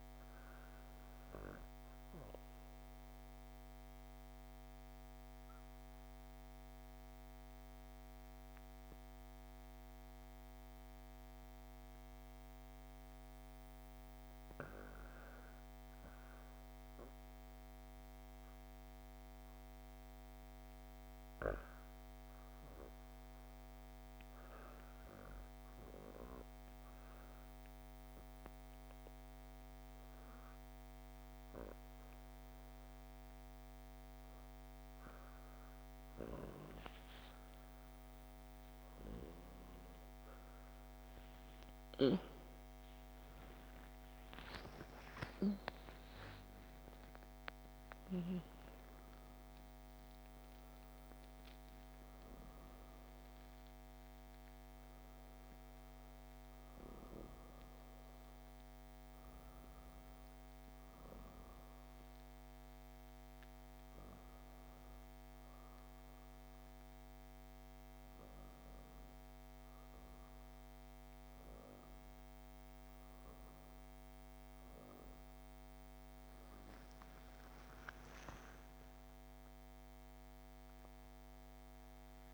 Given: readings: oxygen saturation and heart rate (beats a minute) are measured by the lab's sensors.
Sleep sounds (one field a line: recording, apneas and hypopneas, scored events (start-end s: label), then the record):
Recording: breathing in sleep by a microphone on the trachea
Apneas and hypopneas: 3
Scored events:
2.00-14.50 s: obstructive apnea (oxygen 98% before, 94% lowest, heart rate 72 before, 63 extreme, up 26 after)
26.00-36.00 s: obstructive apnea (oxygen 98% before, 94% lowest, heart rate 74 before, 66 extreme, up 54 after)
37.50-44.00 s: arousal
62.00-74.50 s: hypopnea (oxygen 96% before, 95% lowest, heart rate 101 before, 56 extreme, up 16 after)
76.00-81.00 s: arousal
From the record:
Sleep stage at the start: N2 (light sleep)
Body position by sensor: on the back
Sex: female